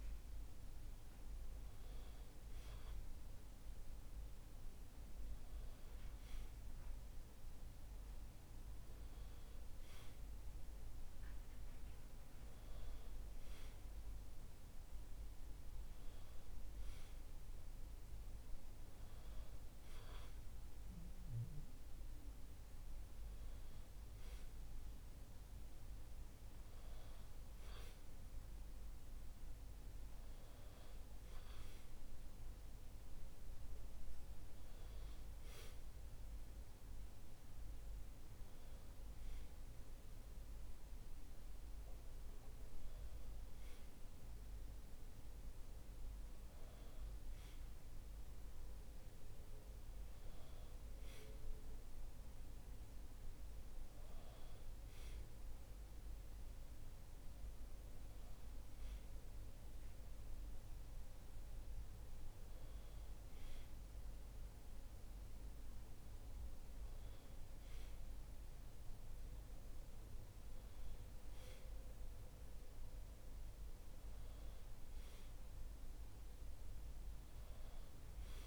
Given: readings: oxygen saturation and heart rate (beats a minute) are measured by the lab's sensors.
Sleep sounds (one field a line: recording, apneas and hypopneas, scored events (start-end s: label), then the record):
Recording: a person awake in a sleep study, hard to hear, by a room microphone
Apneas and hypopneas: none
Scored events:
none scored
From the record:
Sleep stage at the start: awake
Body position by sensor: on the back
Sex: male